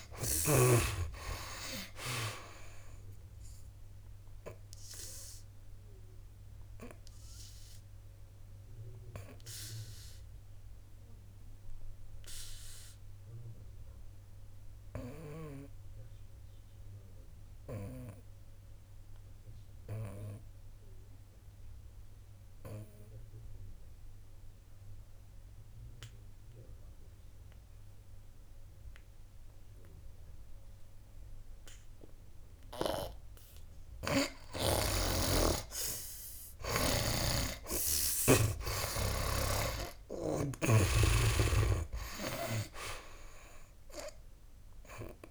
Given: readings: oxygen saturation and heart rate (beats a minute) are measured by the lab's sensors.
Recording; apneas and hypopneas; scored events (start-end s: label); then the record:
breathing in sleep by a room microphone; 1
0.00-1.50 s: arousal
0.00-2.50 s: oxygen desaturation (device-marked, oxygen 76% lowest, heart rate 59 extreme)
5.00-34.00 s: obstructive apnea (oxygen 96% before, 73% lowest, heart rate 64 before, 60 extreme, up 13 after)
7.50-32.50 s: oxygen desaturation (device-marked, oxygen 96% before, 79% lowest, heart rate 67 before, 60 extreme)
35.50-39.00 s: snoring (device-marked)
37.00-40.00 s: arousal
From the record:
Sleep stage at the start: N2 (light sleep); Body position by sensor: on the back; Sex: male